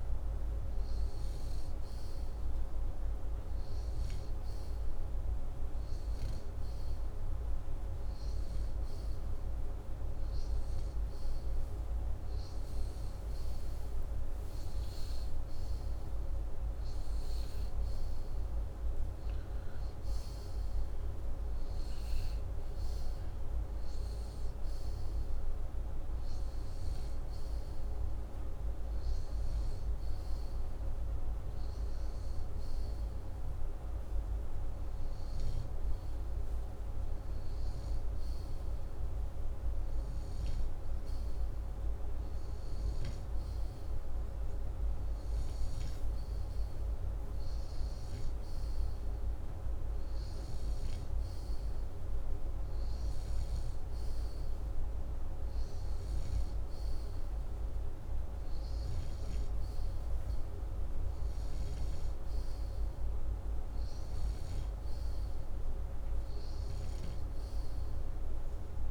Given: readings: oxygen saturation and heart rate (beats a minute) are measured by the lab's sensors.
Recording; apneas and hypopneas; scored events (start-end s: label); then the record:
breathing in sleep, hard to hear, by a room microphone; none
51.00-60.00 s: snoring (device-marked)
From the record:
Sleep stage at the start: N2 (light sleep); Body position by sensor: upright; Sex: male